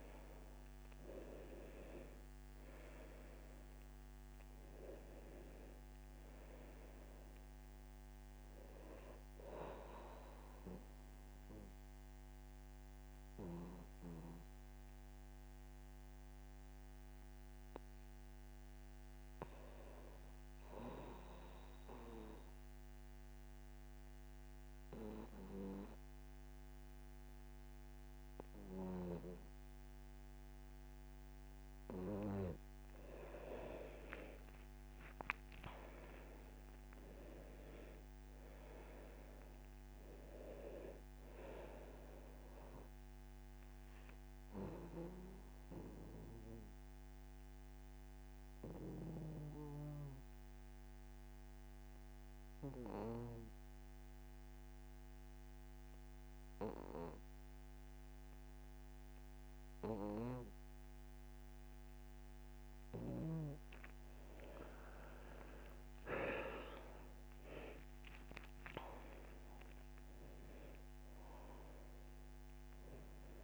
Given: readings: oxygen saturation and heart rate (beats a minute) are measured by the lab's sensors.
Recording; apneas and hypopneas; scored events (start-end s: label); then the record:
breathing in sleep by a microphone on the trachea; 2
0.00-1.00 s: arousal
0.00-18.00 s: oxygen desaturation (device-marked, oxygen 86% lowest, heart rate 72 extreme)
11.00-31.00 s: obstructive apnea (oxygen 100% before, 85% lowest, heart rate 79 before, 72 extreme, up 13 after)
32.00-53.00 s: oxygen desaturation (device-marked, oxygen 99% before, 86% lowest, heart rate 75 before, 75 extreme)
33.50-37.00 s: arousal
43.50-62.00 s: obstructive apnea (oxygen 99% before, 85% lowest, heart rate 80 before, 73 extreme, up 10 after)
64.00-68.00 s: arousal
65.00-73.44 s: oxygen desaturation (device-marked, oxygen 99% before, 85% lowest, heart rate 77 before, 72 extreme)
From the record:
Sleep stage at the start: N2 (light sleep); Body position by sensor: on the back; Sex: male